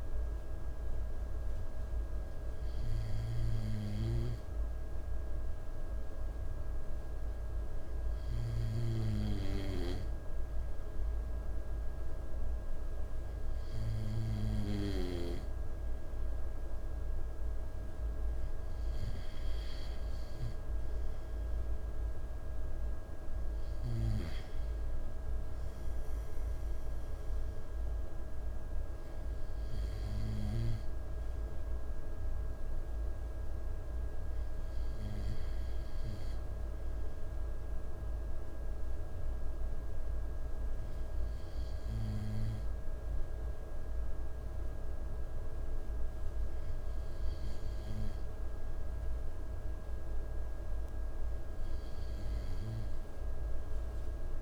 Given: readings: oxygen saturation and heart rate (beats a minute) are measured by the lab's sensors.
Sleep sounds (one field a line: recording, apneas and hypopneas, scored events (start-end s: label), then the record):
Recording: breathing in sleep by a room microphone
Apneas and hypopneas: none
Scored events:
none scored
From the record:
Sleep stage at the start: N2 (light sleep)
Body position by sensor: on the right side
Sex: male